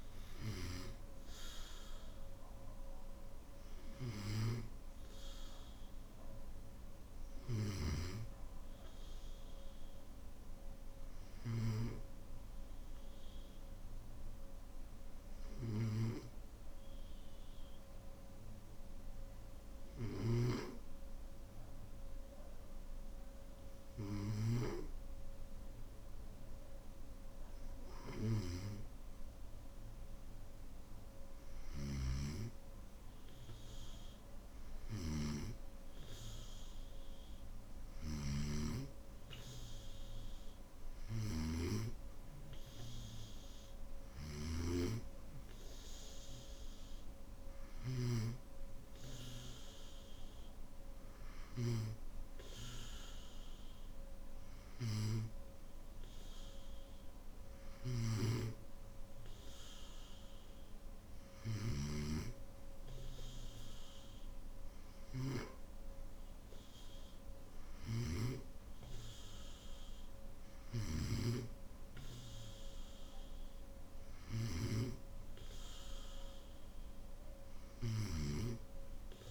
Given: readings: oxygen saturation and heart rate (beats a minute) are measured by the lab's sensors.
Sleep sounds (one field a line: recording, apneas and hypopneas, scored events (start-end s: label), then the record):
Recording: breathing in sleep by a room microphone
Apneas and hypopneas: 1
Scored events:
0.00-4.50 s: oxygen desaturation (device-marked, oxygen 92% lowest, heart rate 51 extreme)
11.00-27.00 s: hypopnea (oxygen 97% before, 95% lowest, heart rate 56 before, 51 extreme, up 4 after)
37.50-48.00 s: snoring (device-marked)
45.50-79.31 s: new sleep stage, N1 (lightest sleep)
77.50-79.31 s: snoring (device-marked)
From the record:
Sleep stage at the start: N3 (deep sleep)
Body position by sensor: on the back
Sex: male